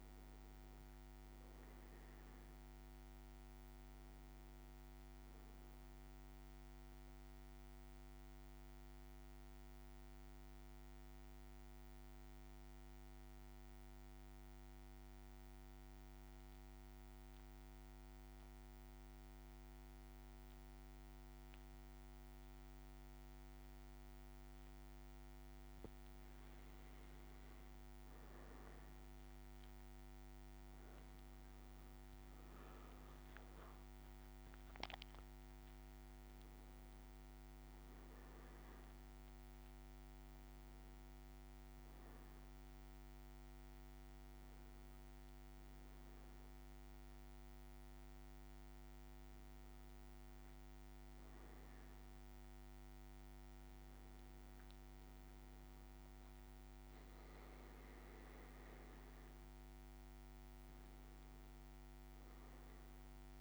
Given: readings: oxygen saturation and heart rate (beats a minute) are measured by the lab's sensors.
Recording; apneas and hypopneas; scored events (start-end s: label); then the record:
breathing in sleep, hard to hear, by a microphone on the trachea; 1
0.00-12.50 s: oxygen desaturation (device-marked, oxygen 93% lowest, heart rate 56 extreme)
7.00-25.00 s: central apnea (oxygen 97% before, 96% lowest, heart rate 57 before, 57 extreme, up 2 after)
27.00-31.50 s: arousal
32.50-56.50 s: oxygen desaturation (device-marked, oxygen 100% before, 96% lowest, heart rate 58 before, 56 extreme)
48.50-63.41 s: new sleep stage, N1 (lightest sleep)
From the record:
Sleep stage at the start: N2 (light sleep); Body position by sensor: on the back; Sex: male